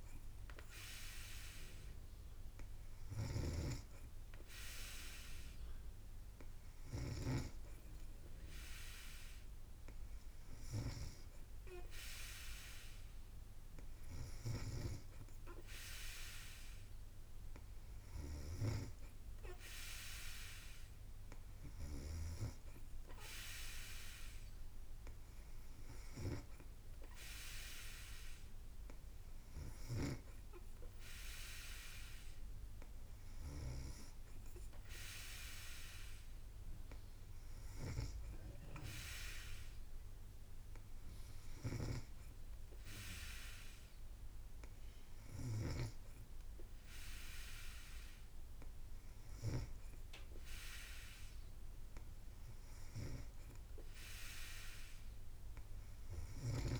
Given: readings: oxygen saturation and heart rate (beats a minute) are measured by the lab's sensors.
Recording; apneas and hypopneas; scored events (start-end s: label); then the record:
breathing in sleep by a room microphone; none
0.00-7.50 s: snoring (device-marked)
14.50-19.00 s: snoring (device-marked)
From the record:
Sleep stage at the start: N3 (deep sleep); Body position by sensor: on the back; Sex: female